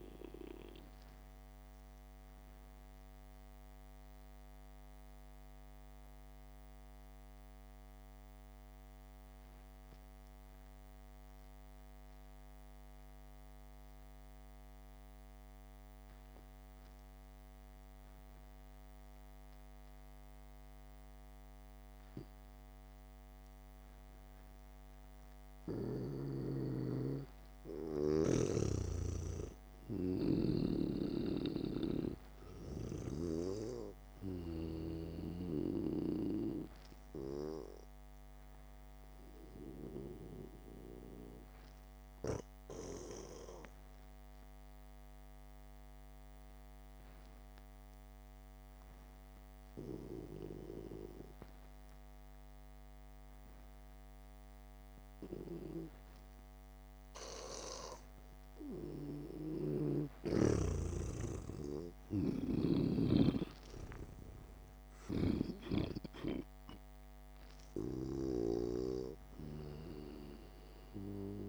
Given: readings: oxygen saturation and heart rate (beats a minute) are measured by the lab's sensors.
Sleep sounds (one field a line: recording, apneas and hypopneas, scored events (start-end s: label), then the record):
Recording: breathing in sleep by a microphone on the trachea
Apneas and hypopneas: 2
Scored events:
0.00-5.00 s: oxygen desaturation (device-marked, oxygen 92% lowest, heart rate 58 extreme)
1.50-27.00 s: mixed apnea (oxygen 98% before, 89% lowest, heart rate 61 before, 59 extreme, up 0 after)
14.00-21.00 s: oxygen desaturation (device-marked, oxygen 93% before, 89% lowest, heart rate 63 before, 59 extreme)
29.00-32.50 s: arousal
29.50-34.00 s: snoring (device-marked)
37.00-55.00 s: oxygen desaturation (device-marked, oxygen 97% before, 92% lowest, heart rate 68 before, 55 extreme)
41.00-59.00 s: hypopnea (oxygen 99% before, 90% lowest, heart rate 66 before, 55 extreme, up 0 after)
62.00-65.00 s: arousal
63.50-69.00 s: snoring (device-marked)
69.00-71.49 s: oxygen desaturation (device-marked, oxygen 96% before, 92% lowest, heart rate 62 before, 58 extreme)
From the record:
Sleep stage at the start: N2 (light sleep)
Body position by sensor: on the back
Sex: male